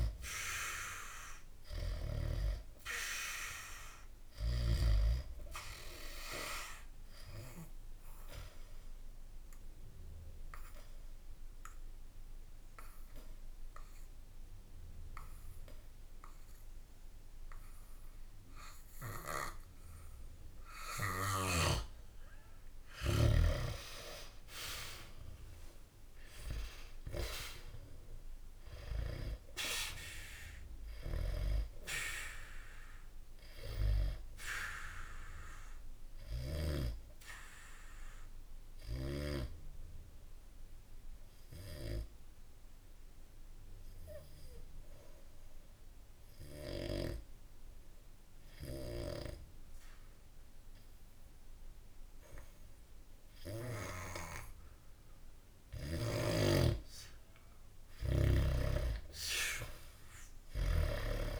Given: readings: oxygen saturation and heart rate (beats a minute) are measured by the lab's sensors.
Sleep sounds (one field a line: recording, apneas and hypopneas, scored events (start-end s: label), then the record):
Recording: breathing in sleep by a room microphone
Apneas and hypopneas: 2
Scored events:
0.00-2.00 s: snoring (device-marked)
7.00-22.00 s: obstructive apnea (oxygen 96% before, 88% lowest, heart rate 66 before, 65 extreme, up 2 after)
24.00-29.00 s: arousal
30.00-50.00 s: oxygen desaturation (device-marked, oxygen 94% before, 88% lowest, heart rate 67 before, 62 extreme)
33.00-56.50 s: obstructive apnea (oxygen 95% before, 88% lowest, heart rate 66 before, 62 extreme)
59.50-61.39 s: arousal
From the record:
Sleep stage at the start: N2 (light sleep)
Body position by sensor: on the back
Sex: male